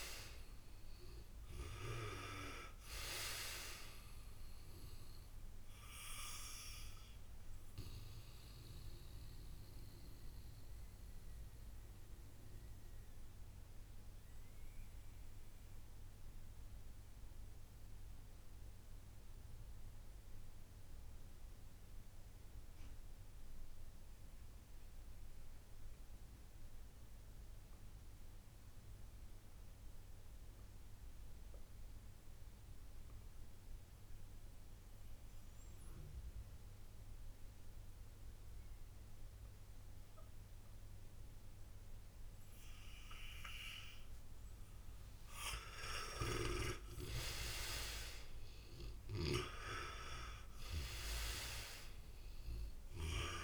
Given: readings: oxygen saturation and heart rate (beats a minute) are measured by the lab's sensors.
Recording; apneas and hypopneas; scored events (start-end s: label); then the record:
breathing in sleep by a room microphone; 1
0.00-29.50 s: oxygen desaturation (device-marked, oxygen 84% lowest, heart rate 56 extreme)
8.50-44.00 s: mixed apnea (oxygen 98% before, 83% lowest, heart rate 61 before, 56 extreme, up 7 after)
44.50-53.44 s: oxygen desaturation (device-marked, oxygen 97% before, 83% lowest, heart rate 60 before, 56 extreme)
46.00-52.00 s: arousal
From the record:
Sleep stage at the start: N2 (light sleep); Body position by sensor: on the back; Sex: male